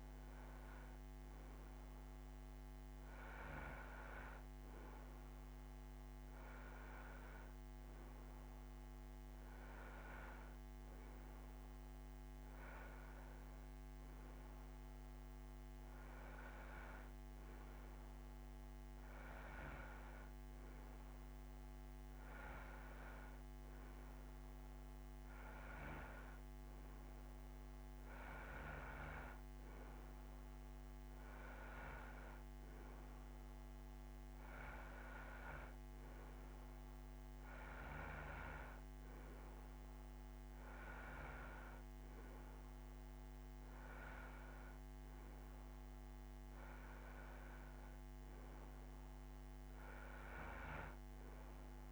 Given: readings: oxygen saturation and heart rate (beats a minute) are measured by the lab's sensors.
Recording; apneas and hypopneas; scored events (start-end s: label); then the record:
breathing in sleep by a microphone on the trachea; none
none scored
From the record:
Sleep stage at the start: N2 (light sleep); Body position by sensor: on the right side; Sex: male